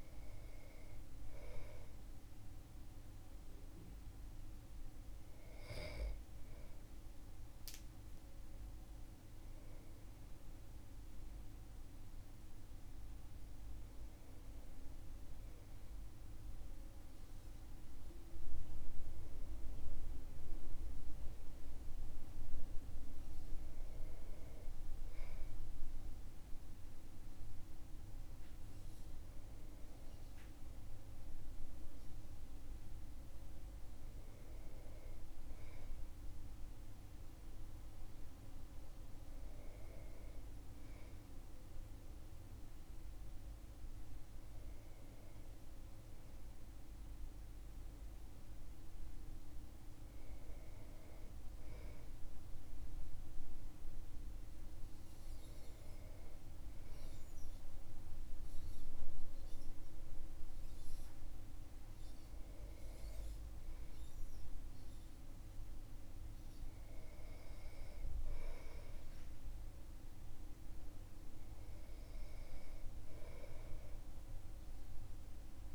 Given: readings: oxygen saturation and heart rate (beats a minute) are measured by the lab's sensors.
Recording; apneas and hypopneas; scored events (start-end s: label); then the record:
breathing in sleep, hard to hear, by a room microphone; none
none scored
From the record:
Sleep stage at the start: N2 (light sleep); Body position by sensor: on the back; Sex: male